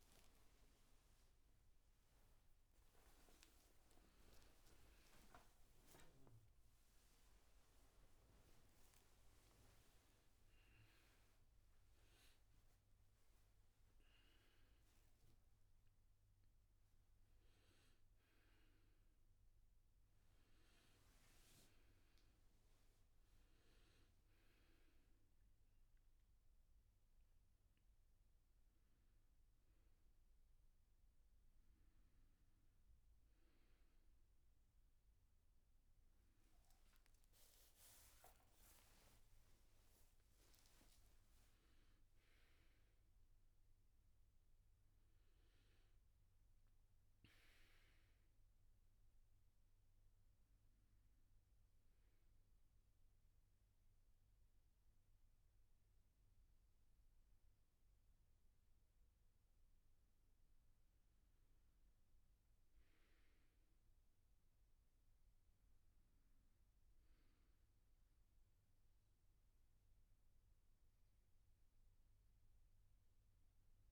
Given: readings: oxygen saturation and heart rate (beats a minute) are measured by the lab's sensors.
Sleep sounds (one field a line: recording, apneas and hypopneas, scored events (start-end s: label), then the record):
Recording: a person partly awake in a sleep study, hard to hear, by a room microphone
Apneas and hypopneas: none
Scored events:
13.00-43.00 s: new sleep stage, awake
43.00-73.00 s: new sleep stage, N1 (lightest sleep)
71.00-73.91 s: oxygen desaturation (device-marked, oxygen 98% before, 95% lowest, heart rate 76 before, 70 extreme)
73.00-73.91 s: new sleep stage, awake
From the record:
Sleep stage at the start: N2 (light sleep)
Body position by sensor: on the back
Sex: male